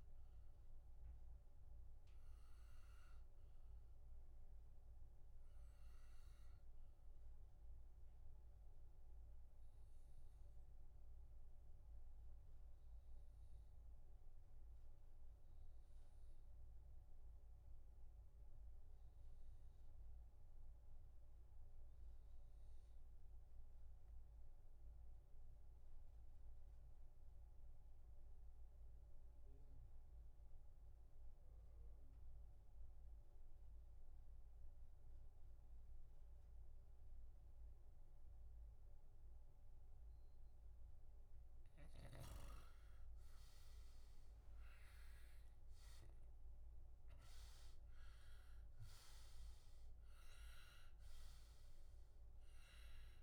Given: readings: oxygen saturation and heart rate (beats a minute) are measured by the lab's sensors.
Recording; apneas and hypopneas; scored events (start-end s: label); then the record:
breathing in sleep, hard to hear, by a room microphone; 1
4.00-19.00 s: oxygen desaturation (device-marked, oxygen 91% before, 87% lowest, heart rate 66 before, 58 extreme)
9.00-40.50 s: obstructive apnea (oxygen 93% before, 86% lowest, heart rate 66 before, 58 extreme, up 16 after)
34.00-51.00 s: oxygen desaturation (device-marked, oxygen 97% before, 92% lowest, heart rate 62 before, 59 extreme)
44.50-49.00 s: arousal
From the record:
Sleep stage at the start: REM sleep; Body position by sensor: on the back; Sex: male